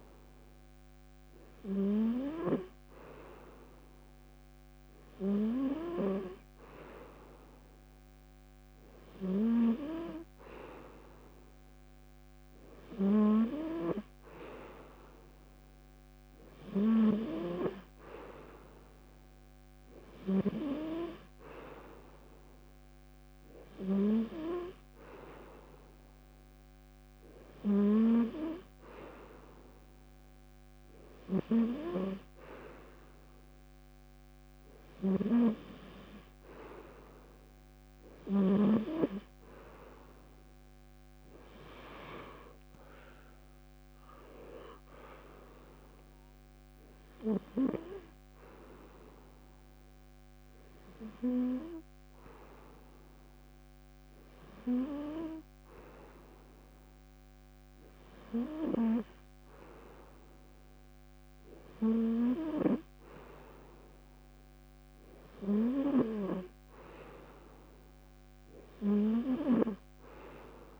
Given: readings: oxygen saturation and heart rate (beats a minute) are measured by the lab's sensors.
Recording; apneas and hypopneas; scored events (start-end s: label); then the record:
breathing in sleep by a microphone on the trachea; 1
47.50-59.50 s: hypopnea (oxygen 94% before, 93% lowest, heart rate 115 before, 88 extreme, up 52 after)
62.50-66.50 s: arousal
From the record:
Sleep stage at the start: N2 (light sleep); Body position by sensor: on the front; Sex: male